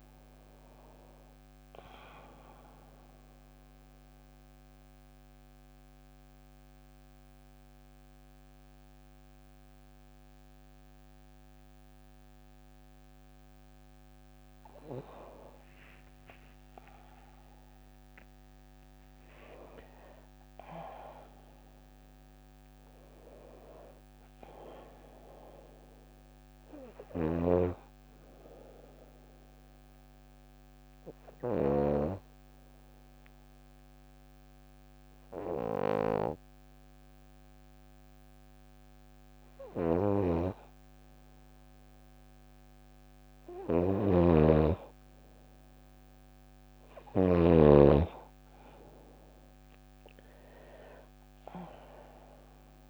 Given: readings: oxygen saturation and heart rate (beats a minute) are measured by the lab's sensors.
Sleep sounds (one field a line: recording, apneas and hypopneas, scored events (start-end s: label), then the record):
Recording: breathing in sleep by a microphone on the trachea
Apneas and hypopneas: 2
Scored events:
2.00-13.00 s: central apnea (oxygen 95% before, 93% lowest, heart rate 94 before, 54 extreme, up 23 after)
14.50-18.50 s: arousal
17.00-52.90 s: new sleep stage, N2 (light sleep)
25.50-40.00 s: hypopnea (oxygen 97% before, 93% lowest, heart rate 61 before, 54 extreme, up 21 after)
26.00-31.00 s: snoring (device-marked)
43.00-46.50 s: snoring (device-marked)
47.00-51.50 s: arousal
51.00-52.90 s: oxygen desaturation (device-marked, oxygen 97% before, 93% lowest, heart rate 68 before, 53 extreme)
From the record:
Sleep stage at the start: N1 (lightest sleep)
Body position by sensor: on the back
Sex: female